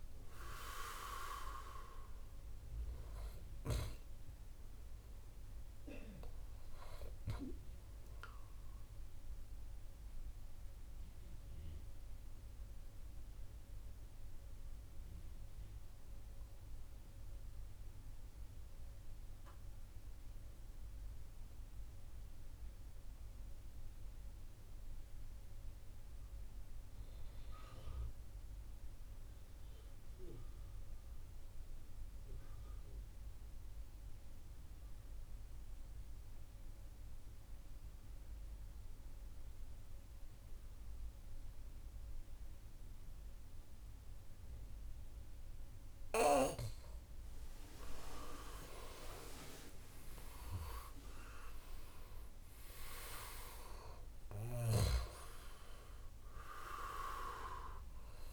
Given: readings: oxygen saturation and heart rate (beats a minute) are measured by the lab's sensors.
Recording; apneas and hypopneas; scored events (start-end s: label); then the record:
breathing in sleep by a room microphone; 1
0.00-14.00 s: oxygen desaturation (device-marked, oxygen 85% lowest, heart rate 62 extreme)
9.50-47.00 s: mixed apnea (oxygen 95% before, 86% lowest, heart rate 70 before, 60 extreme, up 6 after)
33.00-58.33 s: oxygen desaturation (device-marked, oxygen 99% before, 87% lowest, heart rate 64 before, 60 extreme)
49.00-53.00 s: arousal
From the record:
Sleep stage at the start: N2 (light sleep); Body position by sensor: on the back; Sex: male